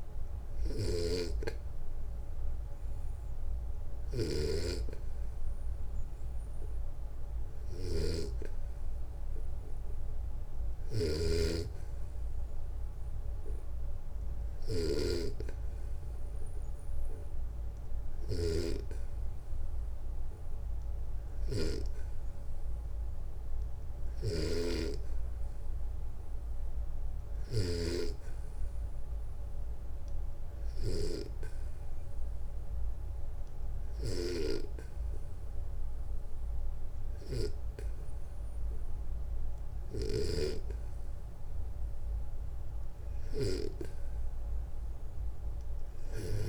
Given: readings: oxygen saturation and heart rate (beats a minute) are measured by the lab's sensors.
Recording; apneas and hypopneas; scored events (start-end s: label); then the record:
breathing in sleep by a room microphone; 1
0.00-6.00 s: oxygen desaturation (device-marked, oxygen 91% lowest, heart rate 60 extreme)
0.00-46.49 s: snoring (device-marked)
1.50-39.50 s: hypopnea (oxygen 95% before, 87% lowest, heart rate 62 before, 61 extreme, up 1 after)
26.00-46.49 s: oxygen desaturation (device-marked, oxygen 94% before, 88% lowest, heart rate 62 before, 58 extreme)
From the record:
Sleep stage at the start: N2 (light sleep); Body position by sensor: on the back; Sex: male